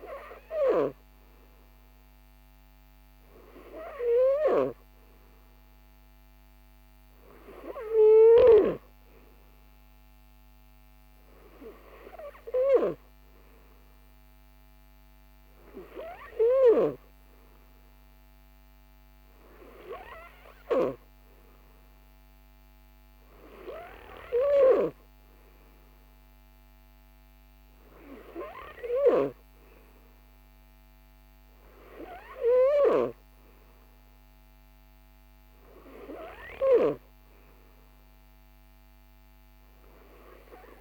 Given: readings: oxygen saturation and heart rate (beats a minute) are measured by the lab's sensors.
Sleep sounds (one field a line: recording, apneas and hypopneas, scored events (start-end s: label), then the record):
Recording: breathing in sleep by a microphone on the trachea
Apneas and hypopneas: none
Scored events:
none scored
From the record:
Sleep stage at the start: N3 (deep sleep)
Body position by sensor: on the right side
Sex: male